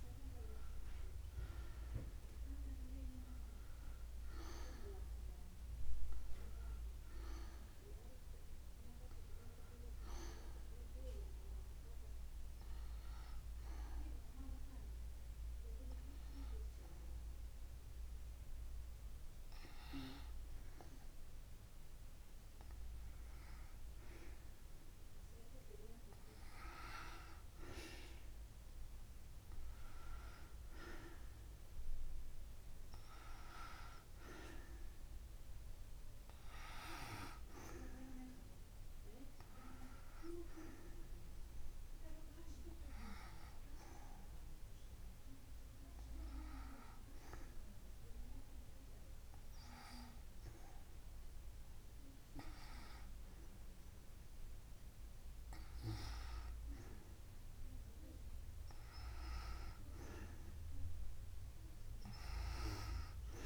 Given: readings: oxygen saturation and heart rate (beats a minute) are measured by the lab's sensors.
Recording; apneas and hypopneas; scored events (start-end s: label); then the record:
breathing in sleep by a room microphone; 2
6.50-28.50 s: oxygen desaturation (device-marked, oxygen 94% before, 89% lowest)
12.00-22.50 s: hypopnea (oxygen 94% before, 89% lowest)
27.50-32.00 s: arousal
39.50-60.50 s: oxygen desaturation (device-marked, oxygen 94% before, 89% lowest)
43.00-53.50 s: hypopnea (oxygen 94% before, 89% lowest)
55.00-61.00 s: arousal
From the record:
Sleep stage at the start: N2 (light sleep); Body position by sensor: on the back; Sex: female